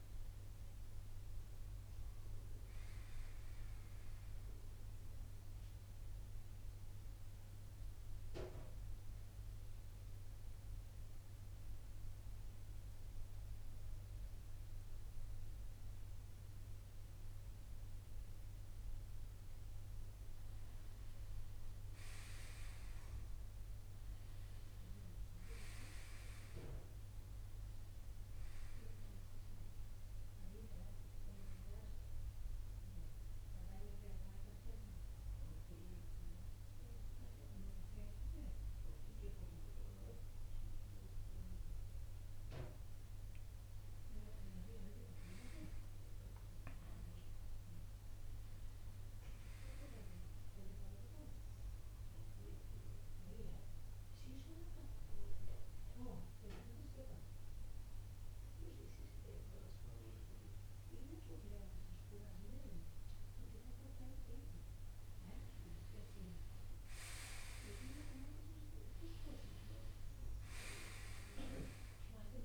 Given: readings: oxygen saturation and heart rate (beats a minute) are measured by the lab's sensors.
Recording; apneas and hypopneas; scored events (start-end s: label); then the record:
breathing in sleep by a room microphone; 3
0.00-15.50 s: oxygen desaturation (device-marked, oxygen 87% lowest)
6.50-21.50 s: mixed apnea (oxygen 95% before, 86% lowest)
24.50-29.00 s: arousal
29.50-46.50 s: oxygen desaturation (device-marked, oxygen 98% before, 88% lowest)
33.50-44.00 s: mixed apnea (oxygen 98% before, 86% lowest, heart rate 123 before, 31 extreme)
46.50-50.50 s: arousal
54.50-66.50 s: oxygen desaturation (device-marked, oxygen 96% before, 90% lowest)
55.00-65.00 s: mixed apnea (oxygen 97% before, 86% lowest)
68.00-72.45 s: arousal
From the record:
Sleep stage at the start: N2 (light sleep); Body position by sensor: on the right side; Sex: male